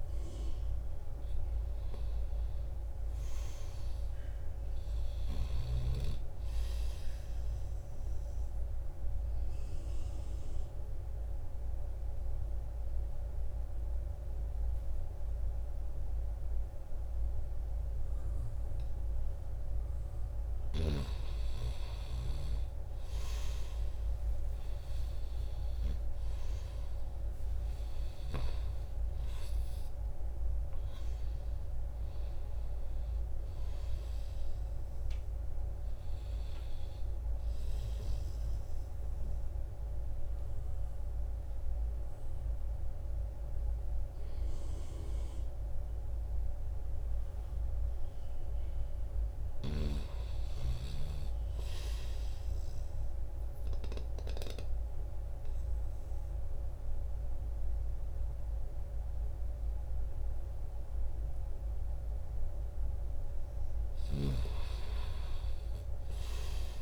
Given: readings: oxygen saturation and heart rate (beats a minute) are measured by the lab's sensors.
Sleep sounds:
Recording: breathing in sleep by a room microphone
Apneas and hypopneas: 2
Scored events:
4.50-19.50 s: oxygen desaturation (device-marked, oxygen 96% before, 90% lowest, heart rate 80 before, 80 extreme)
9.50-19.50 s: obstructive apnea (oxygen 96% before, 90% lowest, heart rate 80 before, 81 extreme, up 2 after)
26.00-29.50 s: arousal
28.50-45.50 s: oxygen desaturation (device-marked, oxygen 97% before, 91% lowest, heart rate 81 before, 76 extreme)
38.00-49.00 s: obstructive apnea (oxygen 97% before, 90% lowest, heart rate 84 before, 76 extreme, up 1 after)
51.50-55.00 s: arousal
59.50-66.82 s: oxygen desaturation (device-marked, oxygen 97% before, 92% lowest, heart rate 80 before, 77 extreme)
64.00-66.82 s: snoring (device-marked)
From the record:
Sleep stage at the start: N2 (light sleep)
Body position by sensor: on the back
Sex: male

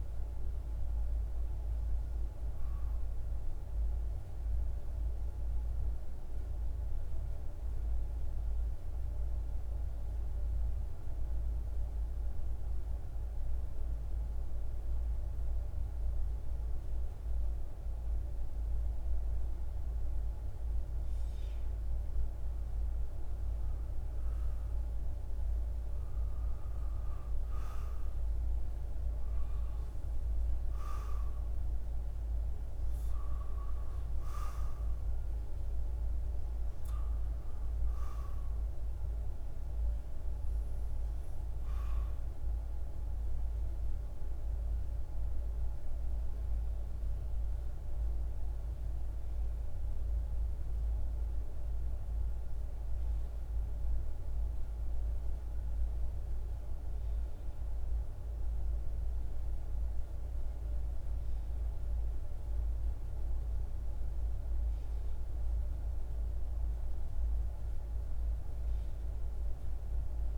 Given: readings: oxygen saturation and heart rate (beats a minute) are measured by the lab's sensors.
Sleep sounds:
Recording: breathing in sleep, hard to hear, by a room microphone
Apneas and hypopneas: none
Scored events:
none scored
From the record:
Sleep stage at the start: REM sleep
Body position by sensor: on the back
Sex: male

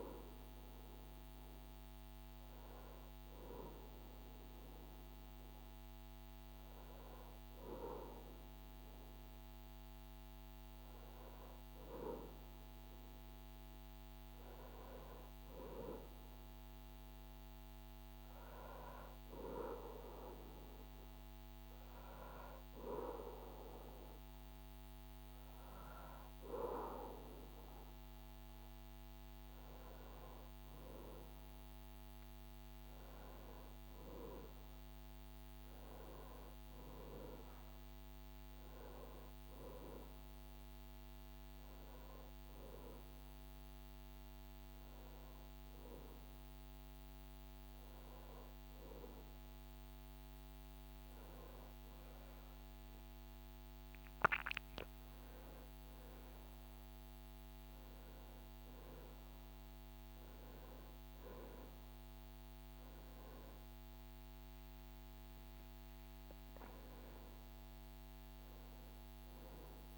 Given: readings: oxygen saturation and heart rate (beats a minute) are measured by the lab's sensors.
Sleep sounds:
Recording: breathing in sleep by a microphone on the trachea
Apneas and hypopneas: 1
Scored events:
17.50-28.50 s: hypopnea (oxygen 97% before, 94% lowest, heart rate 74 before, 72 extreme, up 5 after)
31.00-35.00 s: arousal
From the record:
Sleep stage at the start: N1 (lightest sleep)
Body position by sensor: on the back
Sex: male

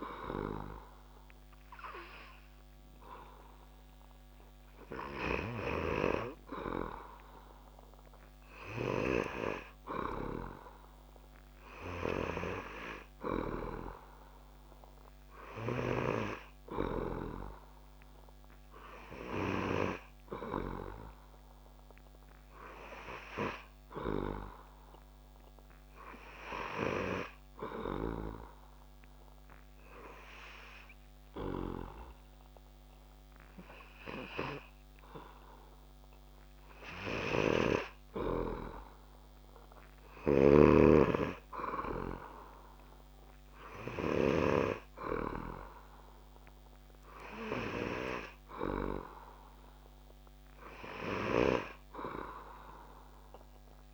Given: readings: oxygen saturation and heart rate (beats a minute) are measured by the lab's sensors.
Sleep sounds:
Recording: breathing in sleep by a microphone on the trachea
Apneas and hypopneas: 1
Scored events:
22.50-53.94 s: new sleep stage, N3 (deep sleep)
27.50-38.00 s: obstructive apnea (oxygen 98% before, 96% lowest)
39.50-44.00 s: snoring (device-marked)
40.00-43.00 s: arousal
From the record:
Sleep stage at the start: N2 (light sleep)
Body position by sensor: on the back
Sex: male

